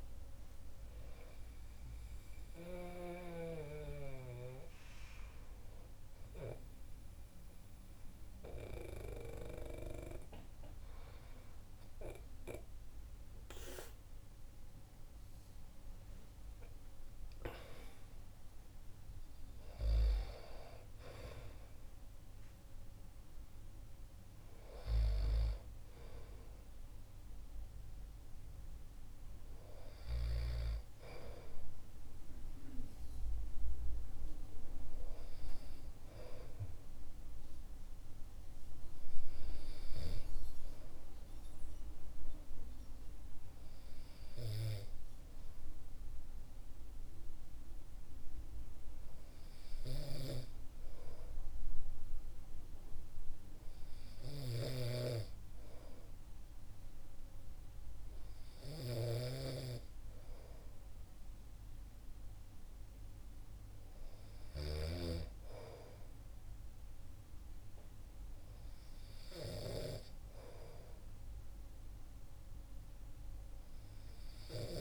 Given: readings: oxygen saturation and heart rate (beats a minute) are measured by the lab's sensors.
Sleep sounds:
breathing in sleep by a room microphone; 1
37.00-39.50 s: arousal
42.00-66.00 s: hypopnea (oxygen 98% before, 93% lowest, heart rate 63 before, 61 extreme, up 2 after)
59.00-65.00 s: snoring (device-marked)
68.00-71.50 s: arousal
From the record:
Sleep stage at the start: N2 (light sleep); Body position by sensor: on the back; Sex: male

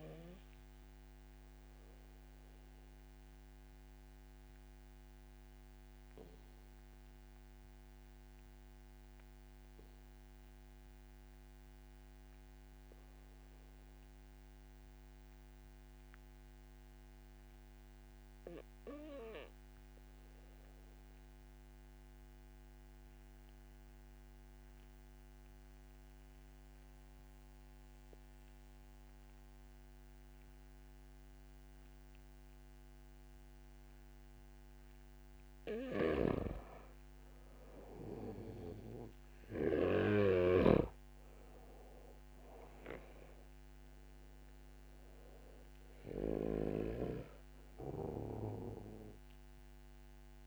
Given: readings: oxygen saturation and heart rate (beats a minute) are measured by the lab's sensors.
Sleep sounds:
breathing in sleep by a microphone on the trachea; 1
0.00-9.00 s: oxygen desaturation (device-marked, oxygen 79% lowest)
0.50-35.00 s: mixed apnea (oxygen 91% before, 79% lowest, heart rate 43 before, 28 extreme, up 4 after)
27.00-50.47 s: oxygen desaturation (device-marked, oxygen 97% before, 83% lowest, heart rate 74 before, 28 extreme)
36.00-41.00 s: snoring (device-marked)
36.50-41.50 s: arousal
From the record:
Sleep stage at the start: REM sleep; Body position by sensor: on the back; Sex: male

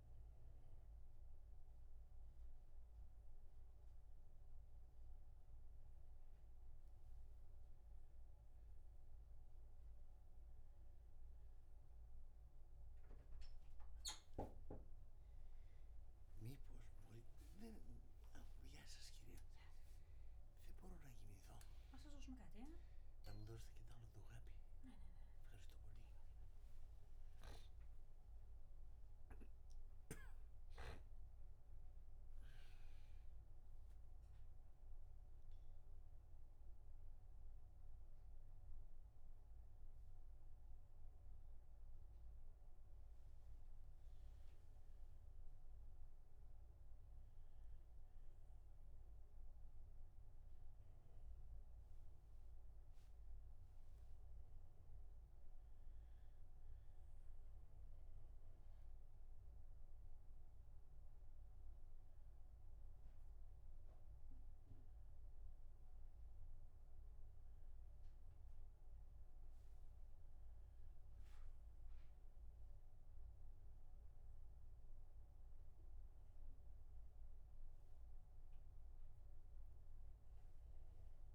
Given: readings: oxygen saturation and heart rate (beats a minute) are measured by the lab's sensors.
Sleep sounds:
a person awake in a sleep study, by a room microphone; none
none scored
From the record:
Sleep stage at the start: awake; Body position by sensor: on the back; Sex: male

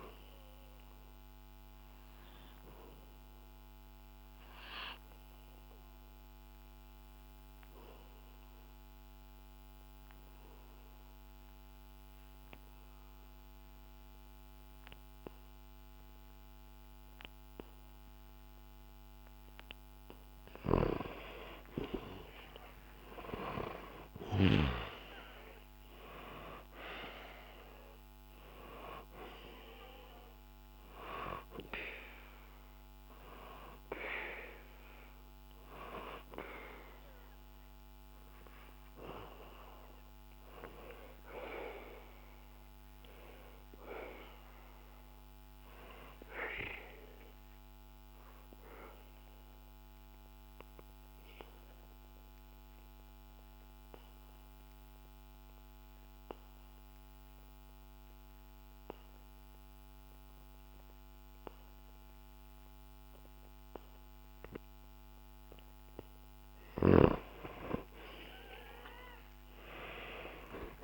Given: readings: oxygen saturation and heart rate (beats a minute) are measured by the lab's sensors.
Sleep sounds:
breathing in sleep by a microphone on the trachea; 2
1.00-19.50 s: obstructive apnea (oxygen 97% before, 90% lowest, heart rate 67 before, 62 extreme, up 2 after)
22.00-25.50 s: arousal
26.00-47.00 s: oxygen desaturation (device-marked, oxygen 97% before, 90% lowest, heart rate 63 before, 62 extreme)
42.50-65.50 s: obstructive apnea (oxygen 98% before, 90% lowest, heart rate 65 before, 62 extreme, up 1 after)
67.50-70.83 s: arousal
From the record:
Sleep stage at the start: N2 (light sleep); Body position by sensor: on the back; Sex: male

